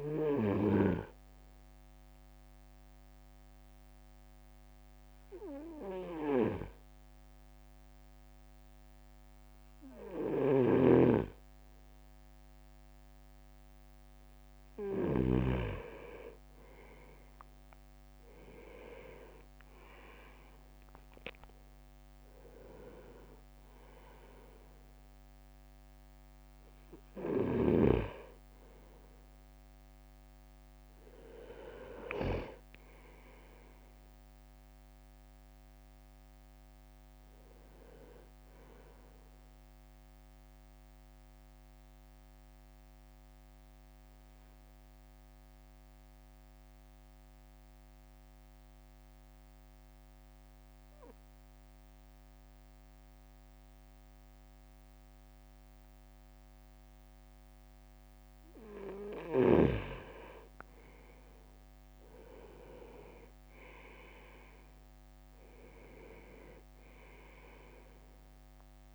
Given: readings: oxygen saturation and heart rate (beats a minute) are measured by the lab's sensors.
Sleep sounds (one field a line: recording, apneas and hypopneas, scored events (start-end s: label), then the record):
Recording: breathing in sleep by a microphone on the trachea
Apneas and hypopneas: 2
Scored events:
0.00-2.00 s: drop in pulse transit time (device-marked, heart rate 53 extreme)
2.00-14.50 s: obstructive apnea (oxygen 98% before, 96% lowest, heart rate 57 before, 53 extreme, up 8 after)
10.50-15.50 s: snoring (device-marked)
17.50-19.50 s: leg movement (device-marked)
18.00-21.50 s: arousal
18.00-29.00 s: drop in pulse transit time (device-marked, heart rate 55 before, 55 extreme)
34.50-40.00 s: leg movement (device-marked)
40.50-59.00 s: obstructive apnea (oxygen 98% before, 95% lowest, heart rate 59 before, 51 extreme, up 6 after)
60.50-62.50 s: leg movement (device-marked)
61.50-64.50 s: arousal
64.00-68.95 s: drop in pulse transit time (device-marked, heart rate 54 before, 52 extreme)
From the record:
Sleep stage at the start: N2 (light sleep)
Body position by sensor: on the right side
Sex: male